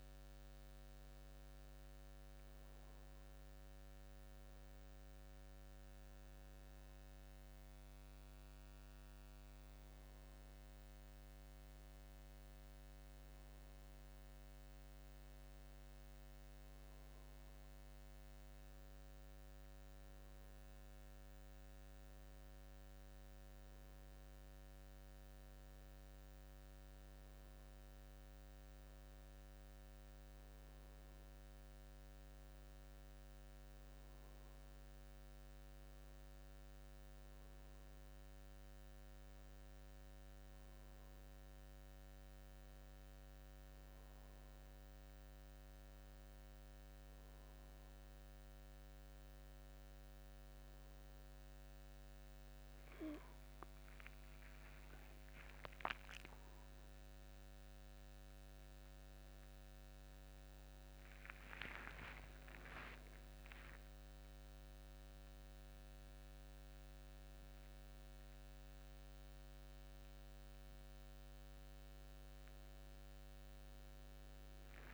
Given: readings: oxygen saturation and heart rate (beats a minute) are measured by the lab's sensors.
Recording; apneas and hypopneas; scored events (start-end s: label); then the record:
a person partly awake in a sleep study, hard to hear, by a microphone on the trachea; none
51.00-74.94 s: new sleep stage, awake
From the record:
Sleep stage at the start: N2 (light sleep); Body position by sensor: on the back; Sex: male